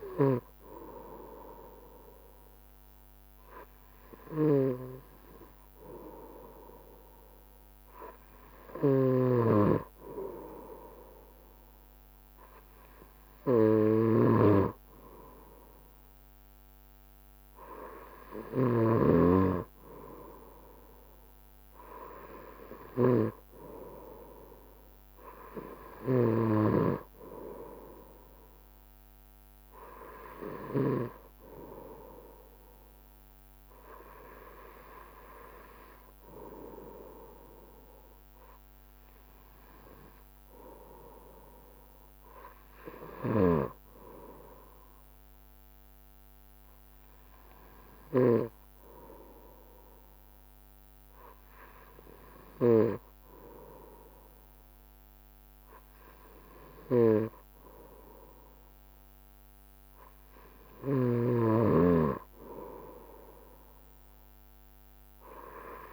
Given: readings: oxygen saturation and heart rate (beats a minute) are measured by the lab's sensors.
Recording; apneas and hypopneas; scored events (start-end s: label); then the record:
breathing in sleep by a microphone on the trachea; none
9.00-31.00 s: snoring (device-marked)
61.00-65.93 s: snoring (device-marked)
From the record:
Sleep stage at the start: N2 (light sleep); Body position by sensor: on the right side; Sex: male